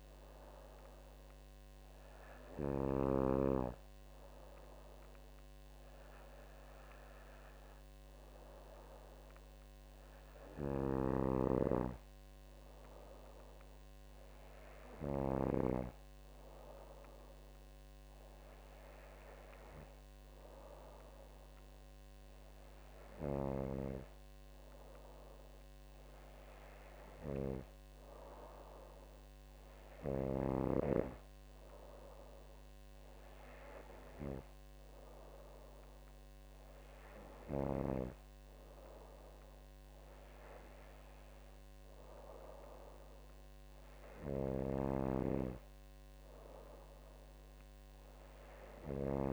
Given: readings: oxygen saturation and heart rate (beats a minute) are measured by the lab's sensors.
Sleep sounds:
breathing in sleep by a microphone on the trachea; none
11.00-15.50 s: snoring (device-marked)
From the record:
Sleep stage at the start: N2 (light sleep); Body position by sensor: on the back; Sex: female

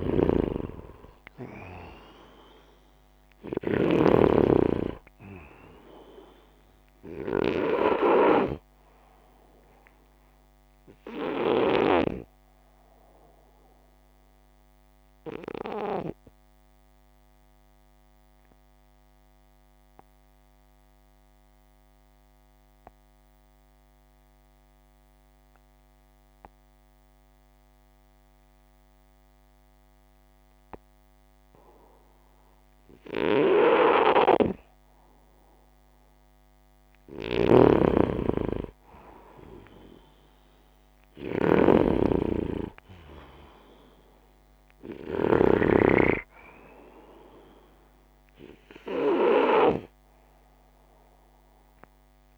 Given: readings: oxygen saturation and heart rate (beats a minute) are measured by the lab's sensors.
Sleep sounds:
breathing in sleep by a microphone on the trachea; 1
0.00-3.50 s: snoring (device-marked)
14.50-33.00 s: obstructive apnea
35.50-39.00 s: arousal
36.50-45.00 s: snoring (device-marked)
From the record:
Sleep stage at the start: N2 (light sleep); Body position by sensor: upright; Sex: male

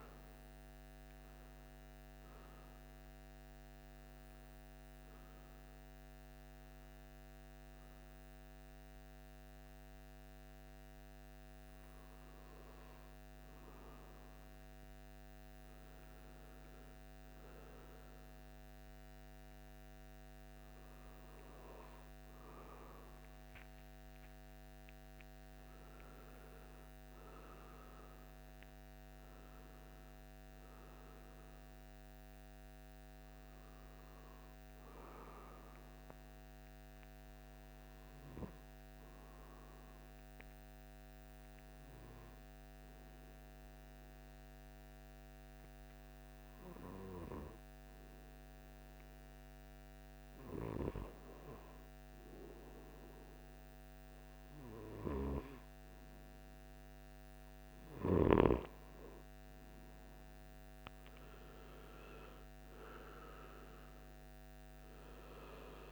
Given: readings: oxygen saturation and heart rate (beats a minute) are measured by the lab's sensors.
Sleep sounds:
breathing in sleep by a microphone on the trachea; 1
0.00-2.00 s: oxygen desaturation (device-marked, oxygen 85% lowest, heart rate 58 extreme)
18.00-65.92 s: new sleep stage, N2 (light sleep)
36.50-48.00 s: hypopnea (oxygen 100% before, 95% lowest, heart rate 60 before, 56 extreme, up 6 after)
48.50-54.00 s: arousal
From the record:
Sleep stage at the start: N1 (lightest sleep); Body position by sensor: on the right side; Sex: male

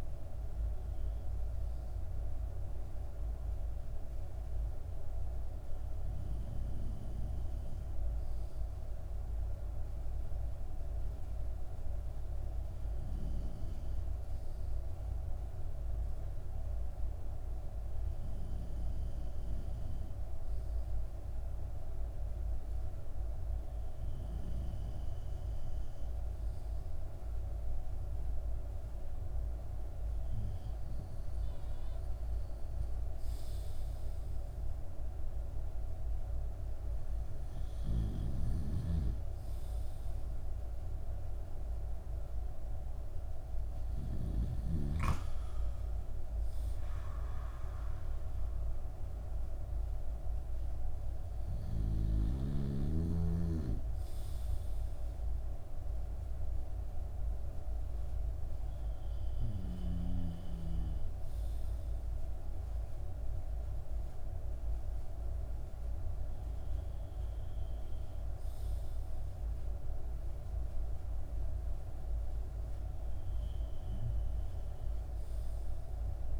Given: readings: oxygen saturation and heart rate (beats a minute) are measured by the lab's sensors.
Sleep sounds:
breathing in sleep by a room microphone; none
none scored
From the record:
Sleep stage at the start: N2 (light sleep); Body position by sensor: on the back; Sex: male

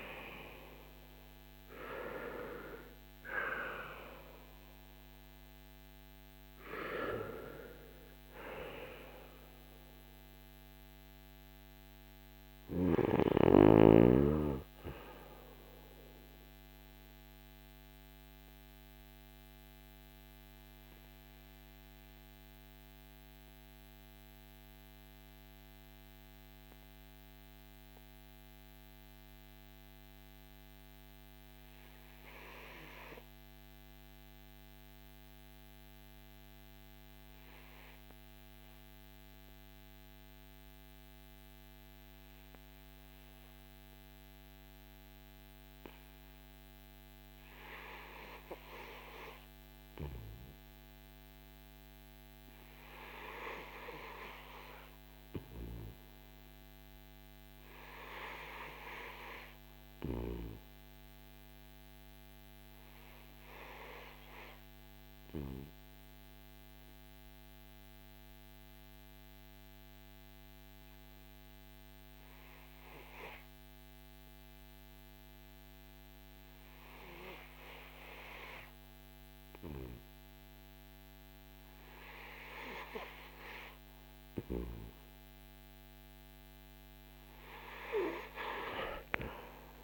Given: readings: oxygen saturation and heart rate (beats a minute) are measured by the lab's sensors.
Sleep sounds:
breathing in sleep by a microphone on the trachea; 1
0.00-2.00 s: arousal
0.00-11.00 s: oxygen desaturation (device-marked, oxygen 73% lowest, heart rate 52 extreme)
15.00-85.50 s: mixed apnea (oxygen 81% before, 73% lowest, heart rate 66 before, 45 extreme, up 9 after)
47.00-89.84 s: oxygen desaturation (device-marked, oxygen 98% before, 80% lowest, heart rate 53 before, 45 extreme)
88.50-89.84 s: arousal
From the record:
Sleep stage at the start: REM sleep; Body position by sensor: on the back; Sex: male

